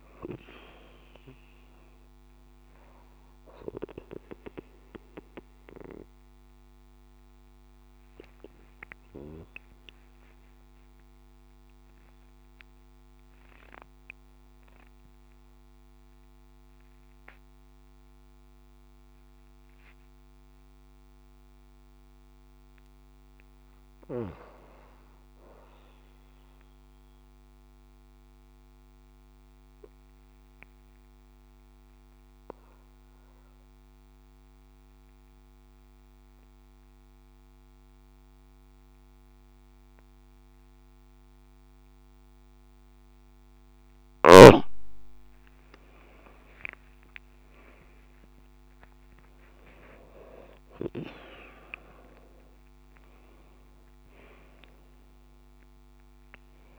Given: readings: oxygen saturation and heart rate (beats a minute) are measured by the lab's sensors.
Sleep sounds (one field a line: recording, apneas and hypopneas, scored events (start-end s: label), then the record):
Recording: breathing in sleep by a microphone on the trachea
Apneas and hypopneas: 2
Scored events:
0.00-28.00 s: oxygen desaturation (device-marked, oxygen 91% lowest)
5.00-20.50 s: obstructive apnea (oxygen 96% before, 90% lowest)
23.00-26.50 s: arousal
29.50-43.50 s: obstructive apnea (oxygen 96% before, 90% lowest)
45.50-50.50 s: arousal
From the record:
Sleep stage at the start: N2 (light sleep)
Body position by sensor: on the back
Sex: female